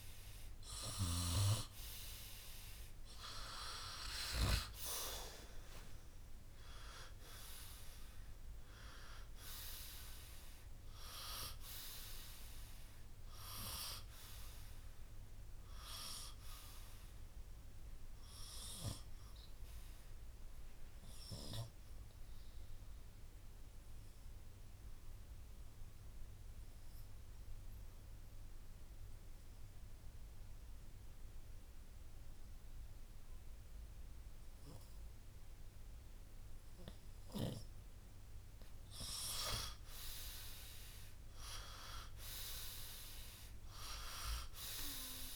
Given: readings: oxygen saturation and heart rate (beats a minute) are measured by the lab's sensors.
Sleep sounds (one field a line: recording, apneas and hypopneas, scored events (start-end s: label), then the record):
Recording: breathing in sleep by a room microphone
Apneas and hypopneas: 1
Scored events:
0.50-5.00 s: arousal
7.50-18.50 s: oxygen desaturation (device-marked, oxygen 96% before, 92% lowest, heart rate 64 before, 60 extreme)
20.50-36.50 s: obstructive apnea (oxygen 97% before, 91% lowest, heart rate 66 before, 61 extreme, up 6 after)
38.50-42.50 s: arousal
From the record:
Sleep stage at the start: N2 (light sleep)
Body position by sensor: on the right side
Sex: male